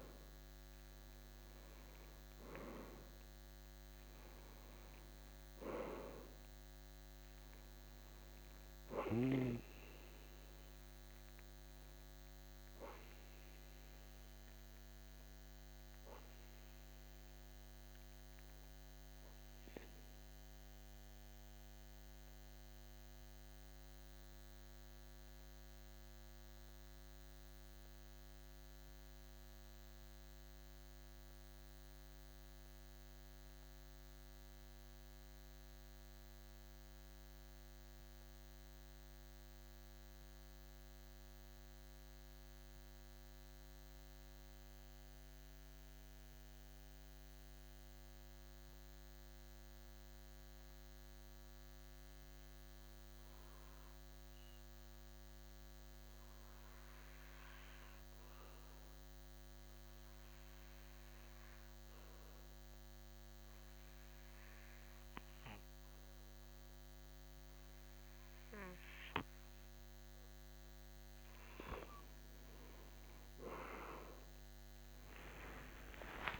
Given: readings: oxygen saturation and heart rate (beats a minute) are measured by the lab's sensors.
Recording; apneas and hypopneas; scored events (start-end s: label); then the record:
breathing in sleep by a microphone on the trachea; 1
10.50-43.50 s: oxygen desaturation (device-marked, oxygen 93% before, 89% lowest, heart rate 54 before, 47 extreme)
22.00-70.50 s: mixed apnea (oxygen 94% before, 88% lowest, heart rate 55 before, 47 extreme, up 9 after)
67.50-76.40 s: oxygen desaturation (device-marked, oxygen 96% before, 91% lowest, heart rate 51 before, 51 extreme)
75.00-76.40 s: arousal
From the record:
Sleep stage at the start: N2 (light sleep); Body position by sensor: on the back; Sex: male